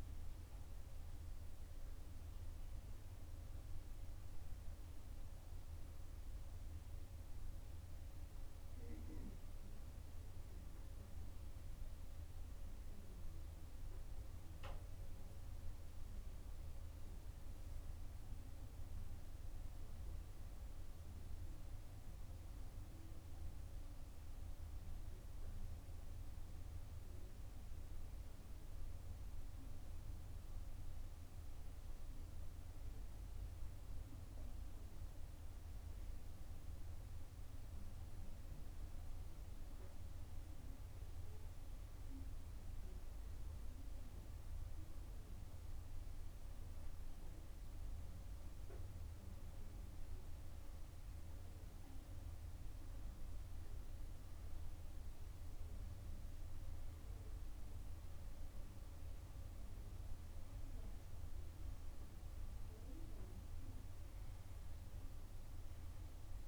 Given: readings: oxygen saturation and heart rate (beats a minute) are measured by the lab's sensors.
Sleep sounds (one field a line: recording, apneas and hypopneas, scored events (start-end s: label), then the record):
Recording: a person partly awake in a sleep study, hard to hear, by a room microphone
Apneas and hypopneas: none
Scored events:
7.00-66.47 s: new sleep stage, N2 (light sleep)
20.00-22.00 s: long interval between heartbeats (device-marked, heart rate 59 before, 66 extreme)
From the record:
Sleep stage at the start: awake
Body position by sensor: on the right side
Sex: female